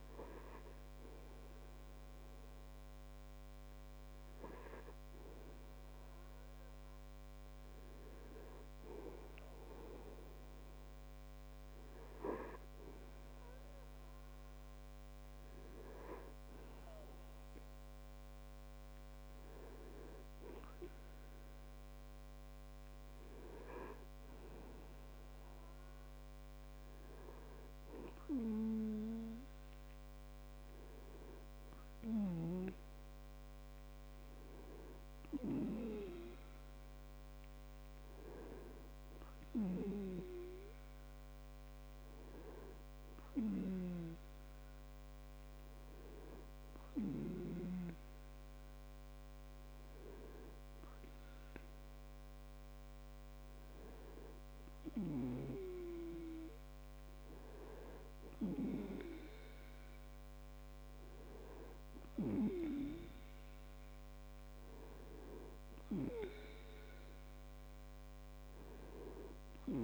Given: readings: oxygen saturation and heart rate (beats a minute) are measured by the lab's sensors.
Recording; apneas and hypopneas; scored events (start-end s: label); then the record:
breathing in sleep by a microphone on the trachea; none
none scored
From the record:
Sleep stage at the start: N2 (light sleep); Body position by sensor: on the back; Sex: male